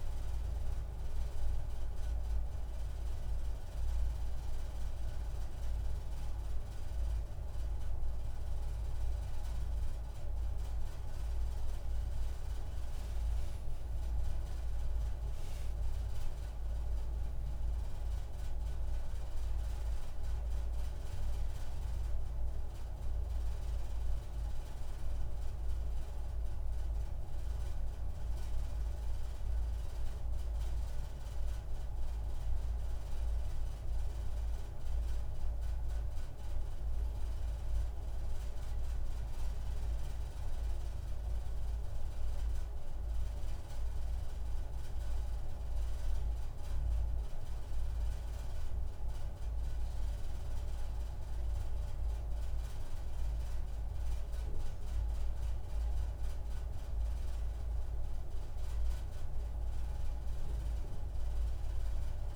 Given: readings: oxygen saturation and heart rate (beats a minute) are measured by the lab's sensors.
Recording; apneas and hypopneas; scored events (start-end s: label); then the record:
breathing in sleep, hard to hear, by a room microphone; 1
13.50-16.50 s: arousal
34.50-37.50 s: arousal
40.00-53.50 s: obstructive apnea (oxygen 97% before, 94% lowest)
55.50-58.50 s: arousal
From the record:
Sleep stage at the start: N2 (light sleep); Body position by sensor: on the right side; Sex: male